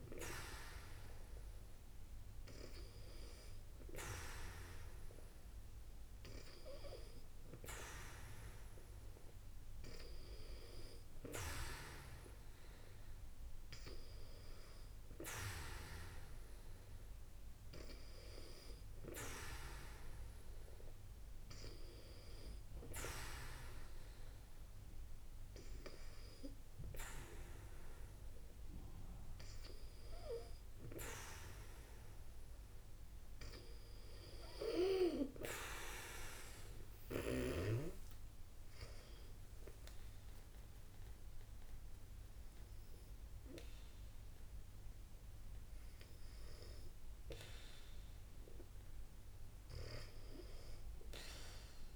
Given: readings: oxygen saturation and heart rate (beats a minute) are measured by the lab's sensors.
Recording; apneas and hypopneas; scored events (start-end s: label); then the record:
breathing in sleep by a room microphone; none
37.50-43.50 s: arousal
From the record:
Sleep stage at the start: N2 (light sleep); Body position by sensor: on the back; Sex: female